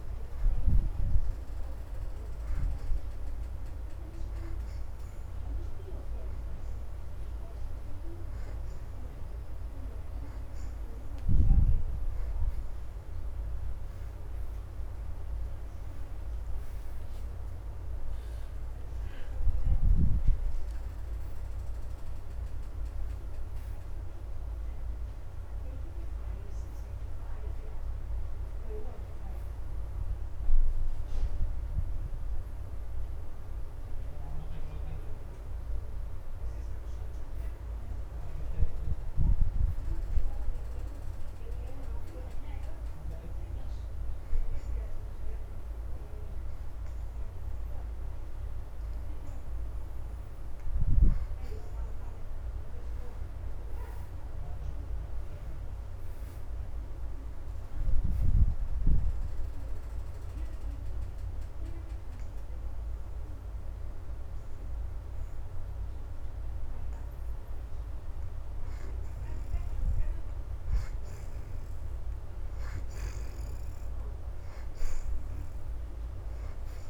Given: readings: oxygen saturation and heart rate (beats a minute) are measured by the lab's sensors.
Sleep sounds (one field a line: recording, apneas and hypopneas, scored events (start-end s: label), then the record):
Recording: breathing in sleep, hard to hear, by a room microphone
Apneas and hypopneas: 3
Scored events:
3.50-37.50 s: oxygen desaturation (device-marked, oxygen 83% before, 69% lowest, heart rate 82 before, 77 extreme)
25.50-29.50 s: arousal
41.00-51.50 s: hypopnea (oxygen 85% before, 63% lowest, heart rate 82 before, 76 extreme, up 5 after)
52.00-52.50 s: hypopnea (oxygen 85% before, 63% lowest, heart rate 79 before, 76 extreme, up 8 after)
52.50-76.50 s: oxygen desaturation (device-marked, oxygen 84% before, 66% lowest, heart rate 79 before, 76 extreme)
53.00-57.00 s: arousal
60.50-70.50 s: hypopnea (oxygen 85% before, 63% lowest, heart rate 80 before, 76 extreme, up 6 after)
72.50-76.50 s: arousal
From the record:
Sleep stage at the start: N2 (light sleep)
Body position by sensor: on the back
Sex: female